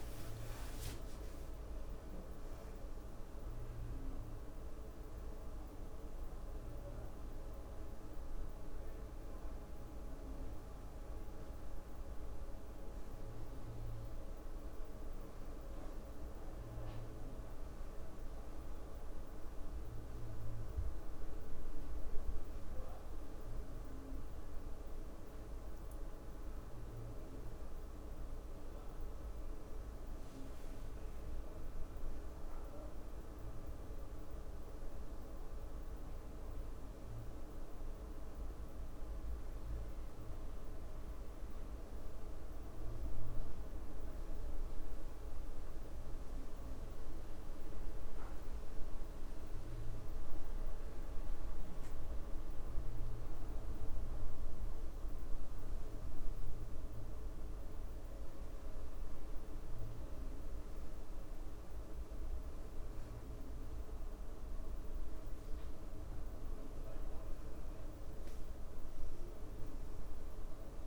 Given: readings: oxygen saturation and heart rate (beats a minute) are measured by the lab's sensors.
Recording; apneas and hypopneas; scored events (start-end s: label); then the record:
breathing in sleep, hard to hear, by a room microphone; none
0.00-2.50 s: leg movement (device-marked)
30.00-31.50 s: leg movement (device-marked)
From the record:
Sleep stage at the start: N2 (light sleep); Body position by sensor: on the back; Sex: female